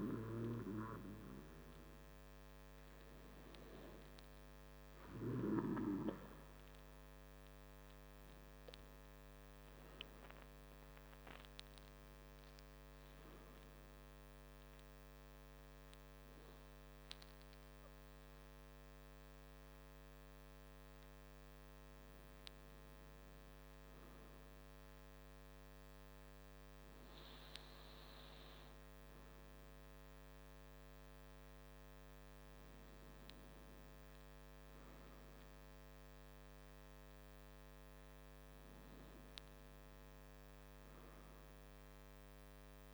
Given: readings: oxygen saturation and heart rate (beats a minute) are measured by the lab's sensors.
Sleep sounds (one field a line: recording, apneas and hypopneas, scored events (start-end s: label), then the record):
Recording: breathing in sleep by a microphone on the trachea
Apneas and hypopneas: none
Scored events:
9.50-13.50 s: arousal
From the record:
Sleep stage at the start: N2 (light sleep)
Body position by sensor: on the back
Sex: male